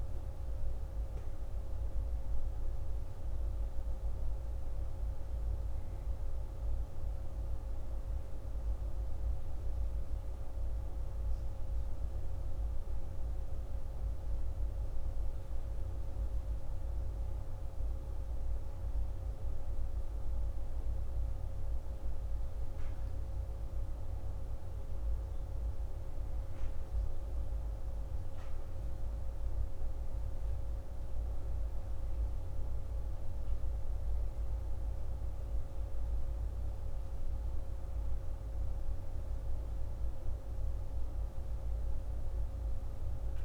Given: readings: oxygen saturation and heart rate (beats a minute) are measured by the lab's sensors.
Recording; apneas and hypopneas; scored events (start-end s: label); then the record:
breathing in sleep, hard to hear, by a room microphone; none
none scored
From the record:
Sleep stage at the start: N1 (lightest sleep); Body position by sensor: on the back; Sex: male